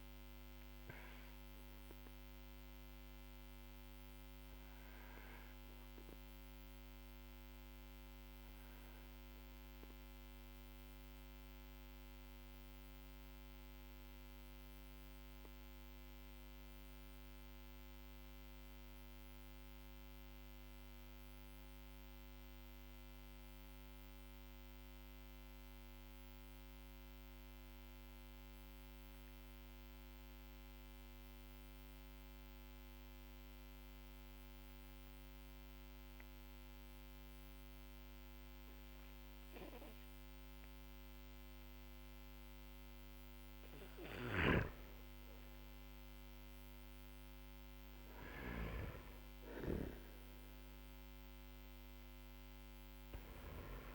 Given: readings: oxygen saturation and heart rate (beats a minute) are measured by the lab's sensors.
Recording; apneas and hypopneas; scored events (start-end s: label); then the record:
breathing in sleep, hard to hear, by a microphone on the trachea; 1
2.50-8.00 s: arousal
11.00-43.50 s: mixed apnea (oxygen 96% before, 93% lowest, heart rate 45 before, 46 extreme, up 8 after)
39.00-53.94 s: oxygen desaturation (device-marked, oxygen 99% before, 95% lowest, heart rate 50 before, 43 extreme)
43.00-53.94 s: snoring (device-marked)
45.00-49.50 s: arousal
From the record:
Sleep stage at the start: N2 (light sleep); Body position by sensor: on the back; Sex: male